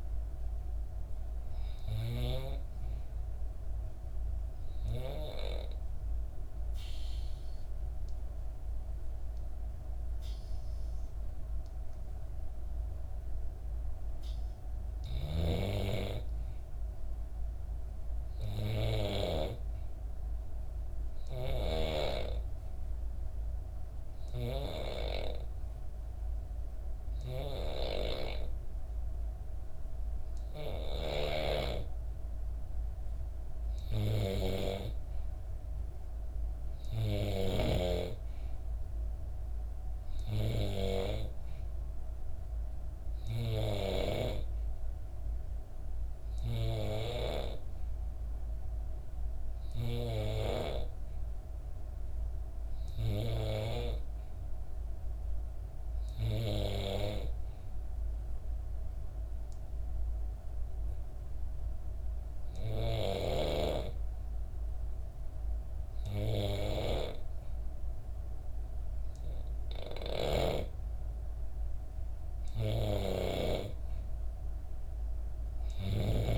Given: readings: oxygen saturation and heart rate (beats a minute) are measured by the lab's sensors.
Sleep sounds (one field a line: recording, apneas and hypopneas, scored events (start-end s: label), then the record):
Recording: breathing in sleep by a room microphone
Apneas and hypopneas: 3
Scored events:
5.00-15.00 s: obstructive apnea (oxygen 94% before, 90% lowest, heart rate 63 before, 62 extreme, up 1 after)
16.00-18.50 s: arousal
22.50-33.00 s: obstructive apnea (oxygen 94% before, 90% lowest, heart rate 64 before, 61 extreme, up 0 after)
36.50-39.00 s: arousal
39.50-54.50 s: oxygen desaturation (device-marked, oxygen 93% before, 90% lowest, heart rate 63 before, 63 extreme)
55.50-67.00 s: obstructive apnea (oxygen 93% before, 91% lowest, heart rate 63 before, 63 extreme, up 0 after)
69.00-71.50 s: arousal
69.50-76.00 s: snoring (device-marked)
From the record:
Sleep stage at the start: N2 (light sleep)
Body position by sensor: on the back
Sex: female